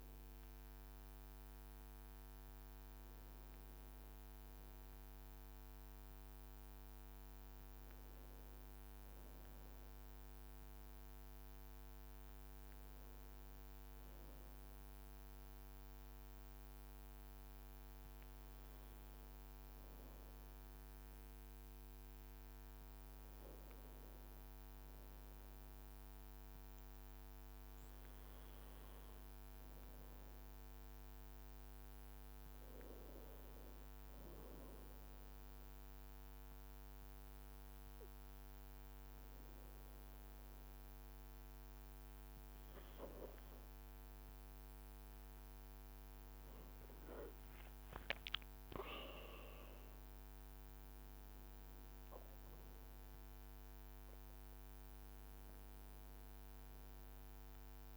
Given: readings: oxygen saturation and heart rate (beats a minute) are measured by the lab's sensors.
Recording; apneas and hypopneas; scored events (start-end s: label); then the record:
breathing in sleep, hard to hear, by a microphone on the trachea; 1
6.00-10.00 s: arousal
12.50-31.50 s: hypopnea (oxygen 97% before, 91% lowest, heart rate 54 before, 53 extreme, up 1 after)
33.50-37.00 s: arousal
46.50-48.00 s: leg movement (device-marked)
From the record:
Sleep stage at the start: N2 (light sleep); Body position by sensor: on the back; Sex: male